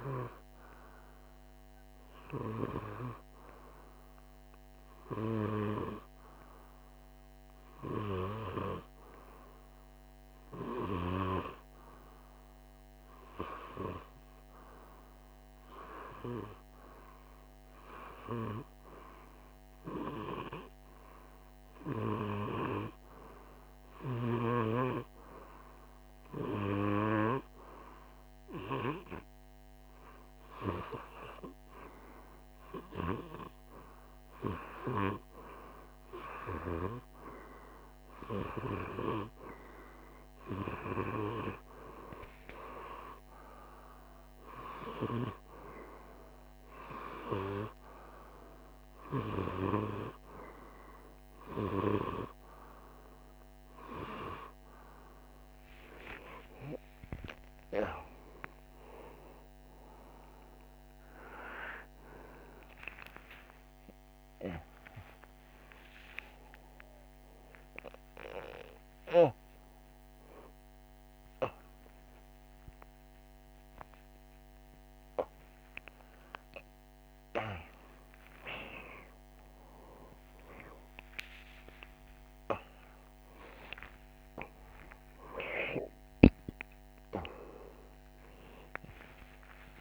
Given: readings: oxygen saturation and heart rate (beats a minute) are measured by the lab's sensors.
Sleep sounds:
a person partly awake in a sleep study, by a microphone on the trachea; 1
19.00-31.00 s: hypopnea (oxygen 100% before, 85% lowest, heart rate 52 before, 53 extreme, up 1 after)
23.00-29.00 s: oxygen desaturation (device-marked, oxygen 100% before, 97% lowest, heart rate 52 before, 53 extreme)
37.50-41.50 s: arousal
58.00-88.00 s: new sleep stage, awake
68.00-89.81 s: oxygen desaturation (device-marked, oxygen 98% before, 80% lowest, heart rate 57 before, 52 extreme)
88.00-89.81 s: new sleep stage, N1 (lightest sleep)
From the record:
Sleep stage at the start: REM sleep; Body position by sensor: on the right side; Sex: male

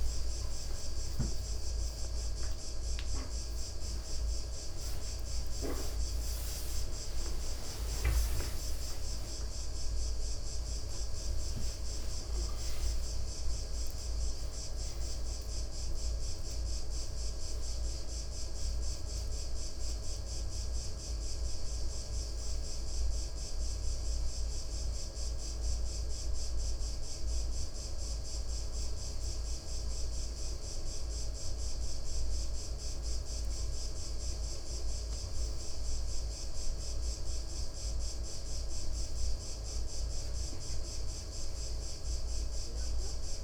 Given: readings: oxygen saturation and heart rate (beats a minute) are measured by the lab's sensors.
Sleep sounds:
a person awake in a sleep study, hard to hear, by a room microphone; none
0.00-4.00 s: tachycardia (device-marked, heart rate 139 extreme)
5.00-7.00 s: tachycardia (device-marked, heart rate 67 before, 139 extreme)
8.00-12.00 s: tachycardia (device-marked, heart rate 68 before, 110 extreme)
26.00-43.44 s: new sleep stage, N2 (light sleep)
32.00-40.00 s: tachycardia (device-marked, heart rate 69 before, 151 extreme)
From the record:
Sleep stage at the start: awake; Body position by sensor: on the back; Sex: male

